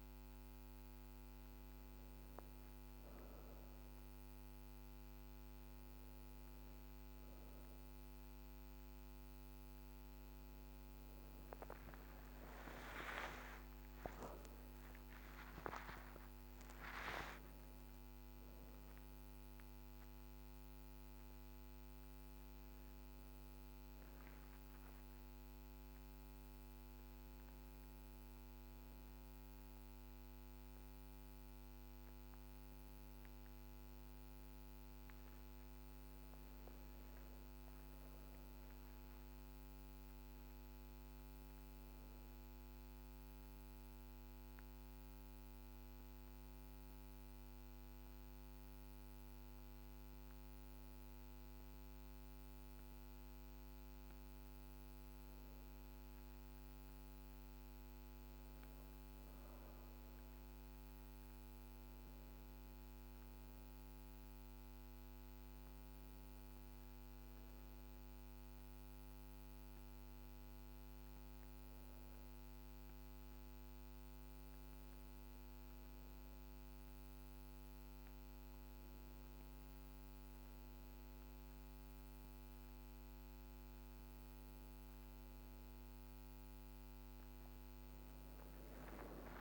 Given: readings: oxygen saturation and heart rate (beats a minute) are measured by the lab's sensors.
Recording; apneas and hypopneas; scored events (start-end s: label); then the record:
breathing in sleep, hard to hear, by a microphone on the trachea; none
12.00-15.50 s: arousal
63.50-83.50 s: oxygen desaturation (device-marked, oxygen 97% before, 93% lowest, heart rate 52 before, 50 extreme)
From the record:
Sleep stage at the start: N2 (light sleep); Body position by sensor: on the back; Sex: female